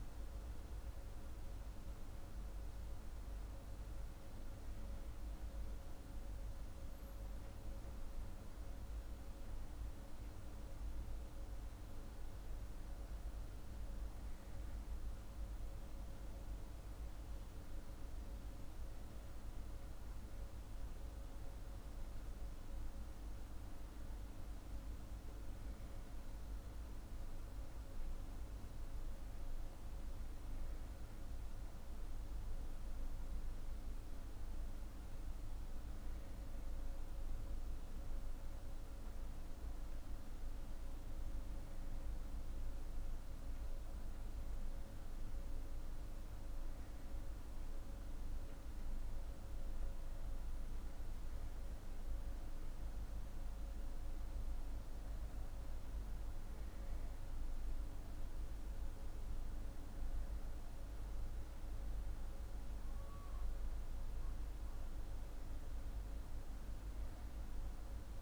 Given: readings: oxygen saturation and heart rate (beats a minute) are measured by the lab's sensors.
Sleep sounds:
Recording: breathing in sleep, hard to hear, by a room microphone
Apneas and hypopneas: none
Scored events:
none scored
From the record:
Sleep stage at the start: N2 (light sleep)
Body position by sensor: on the back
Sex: male

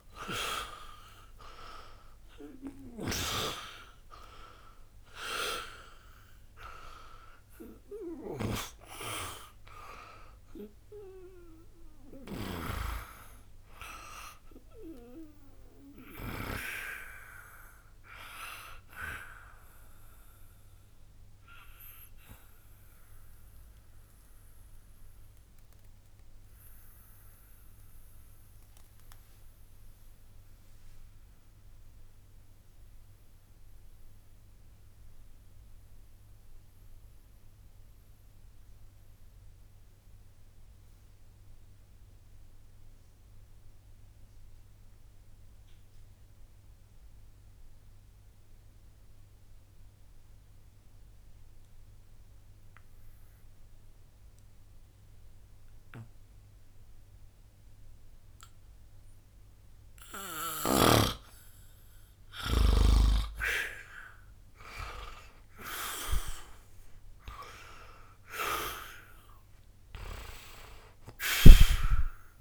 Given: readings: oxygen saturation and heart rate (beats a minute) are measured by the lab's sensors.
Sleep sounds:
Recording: breathing in sleep by a room microphone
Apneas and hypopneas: 1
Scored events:
0.00-35.00 s: oxygen desaturation (device-marked, oxygen 77% lowest, heart rate 61 extreme)
22.00-61.50 s: obstructive apnea (oxygen 95% before, 77% lowest, heart rate 95 before, 61 extreme, up 1 after)
57.00-72.41 s: oxygen desaturation (device-marked, oxygen 98% before, 78% lowest, heart rate 62 before, 60 extreme)
63.50-67.50 s: arousal
From the record:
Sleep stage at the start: N2 (light sleep)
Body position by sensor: on the back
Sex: male

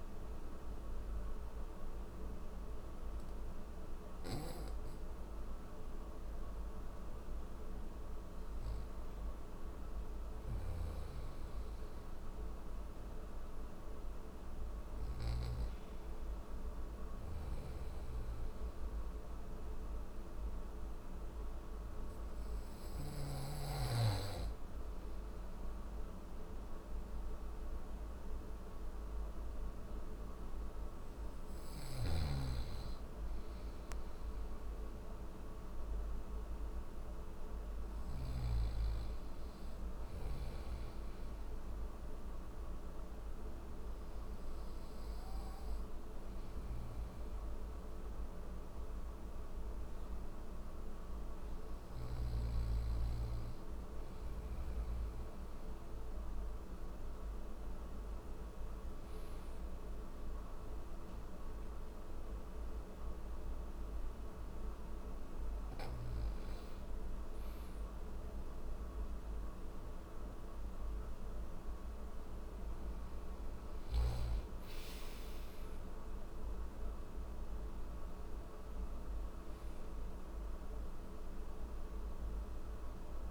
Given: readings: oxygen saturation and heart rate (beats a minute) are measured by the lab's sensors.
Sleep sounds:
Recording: breathing in sleep, hard to hear, by a room microphone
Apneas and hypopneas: none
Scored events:
9.50-14.50 s: snoring (device-marked)
From the record:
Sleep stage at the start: N1 (lightest sleep)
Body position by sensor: on the back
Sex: male

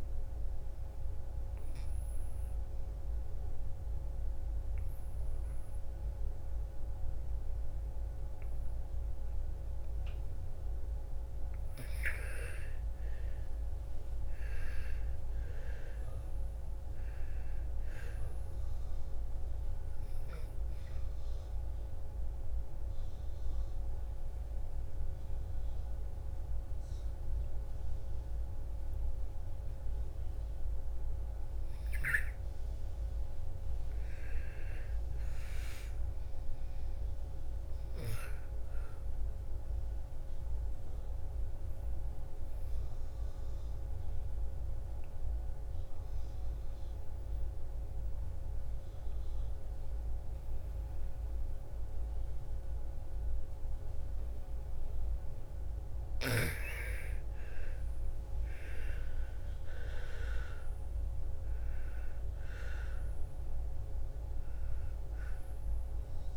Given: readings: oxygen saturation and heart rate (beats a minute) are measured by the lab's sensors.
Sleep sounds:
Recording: breathing in sleep, hard to hear, by a room microphone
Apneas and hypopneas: 3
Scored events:
0.50-11.50 s: obstructive apnea (oxygen 99% before, 85% lowest, heart rate 61 before, 55 extreme, up 9 after)
12.50-16.50 s: arousal
14.00-32.00 s: oxygen desaturation (device-marked, oxygen 98% before, 89% lowest, heart rate 58 before, 54 extreme)
21.00-32.00 s: obstructive apnea (oxygen 98% before, 85% lowest, heart rate 58 before, 54 extreme, up 9 after)
33.00-37.00 s: arousal
39.00-51.00 s: oxygen desaturation (device-marked, oxygen 98% before, 93% lowest, heart rate 59 before, 54 extreme)
42.50-55.00 s: obstructive apnea (oxygen 98% before, 85% lowest, heart rate 59 before, 54 extreme, up 14 after)
57.00-62.50 s: arousal
61.00-66.37 s: oxygen desaturation (device-marked, oxygen 97% before, 85% lowest, heart rate 57 before, 55 extreme)
From the record:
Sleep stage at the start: N2 (light sleep)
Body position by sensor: on the back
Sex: female

